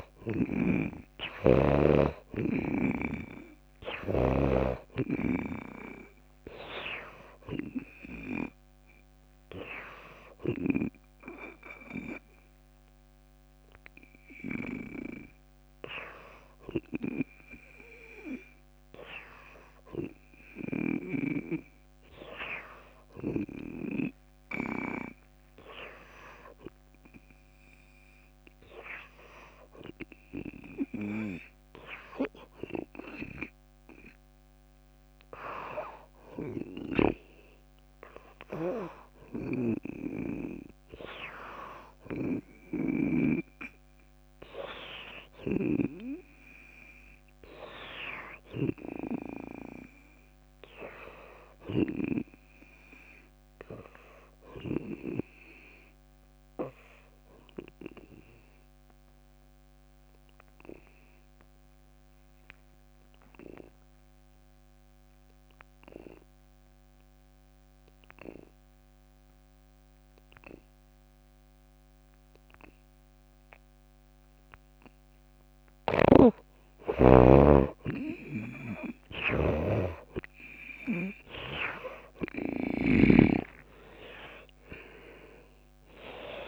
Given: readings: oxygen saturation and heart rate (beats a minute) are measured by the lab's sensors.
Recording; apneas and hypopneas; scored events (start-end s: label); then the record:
breathing in sleep by a microphone on the trachea; 2
0.00-21.00 s: oxygen desaturation (device-marked, oxygen 86% lowest, heart rate 60 extreme)
10.50-21.50 s: hypopnea (oxygen 96% before, 83% lowest, heart rate 70 before, 60 extreme)
23.50-27.00 s: arousal
39.50-43.50 s: snoring (device-marked)
57.50-76.00 s: obstructive apnea (oxygen 96% before, 74% lowest, heart rate 65 before, 68 extreme, up 11 after)
70.00-83.00 s: drop in pulse transit time (device-marked, heart rate 69 before, 73 extreme)
70.00-86.48 s: oxygen desaturation (device-marked, oxygen 96% before, 74% lowest, heart rate 69 before, 68 extreme)
78.00-82.50 s: arousal
78.50-83.50 s: snoring (device-marked)
83.50-85.50 s: long interval between heartbeats (device-marked, heart rate 74 before, 84 extreme)
From the record:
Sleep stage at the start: N2 (light sleep); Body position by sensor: on the back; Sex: female